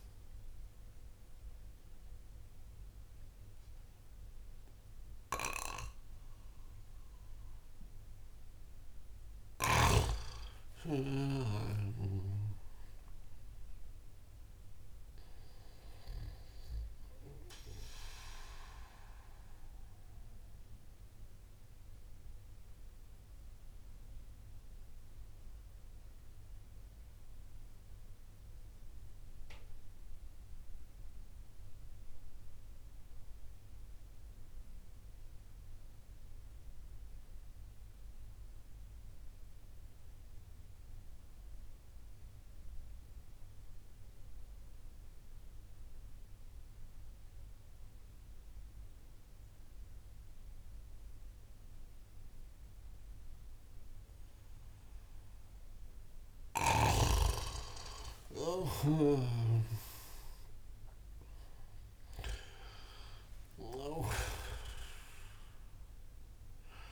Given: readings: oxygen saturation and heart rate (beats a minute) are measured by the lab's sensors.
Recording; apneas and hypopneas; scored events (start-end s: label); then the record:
breathing in sleep by a room microphone; 1
0.00-24.50 s: oxygen desaturation (device-marked, oxygen 90% lowest)
19.00-55.00 s: obstructive apnea (oxygen 95% before, 88% lowest)
43.50-66.91 s: oxygen desaturation (device-marked, oxygen 98% before, 88% lowest)
57.50-62.50 s: arousal
59.00-64.00 s: snoring (device-marked)
From the record:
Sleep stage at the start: N2 (light sleep); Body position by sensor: on the back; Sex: male